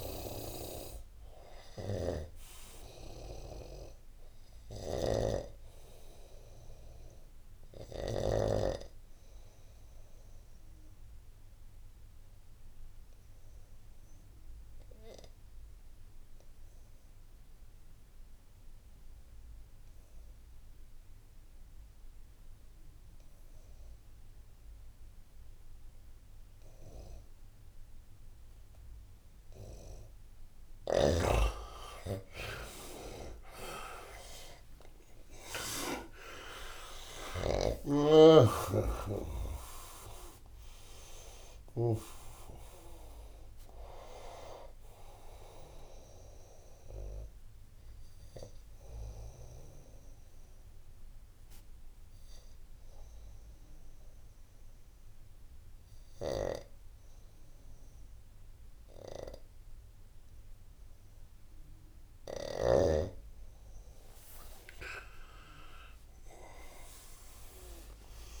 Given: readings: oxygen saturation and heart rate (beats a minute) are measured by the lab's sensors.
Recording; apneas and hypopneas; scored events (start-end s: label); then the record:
breathing in sleep by a room microphone; 2
0.00-13.00 s: oxygen desaturation (device-marked, oxygen 98% before, 90% lowest, heart rate 75 before, 68 extreme)
4.00-8.00 s: snoring (device-marked)
10.50-28.50 s: obstructive apnea (oxygen 97% before, 88% lowest, heart rate 82 before, 68 extreme, up 17 after)
27.00-63.00 s: oxygen desaturation (device-marked, oxygen 99% before, 88% lowest, heart rate 76 before, 67 extreme)
32.50-37.50 s: arousal
37.00-41.50 s: snoring (device-marked)
47.50-61.50 s: obstructive apnea (oxygen 99% before, 88% lowest, heart rate 77 before, 67 extreme, up 12 after)
65.00-68.40 s: arousal
From the record:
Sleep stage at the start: N2 (light sleep); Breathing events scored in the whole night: 271 in 4.0 hours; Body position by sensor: on the right side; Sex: male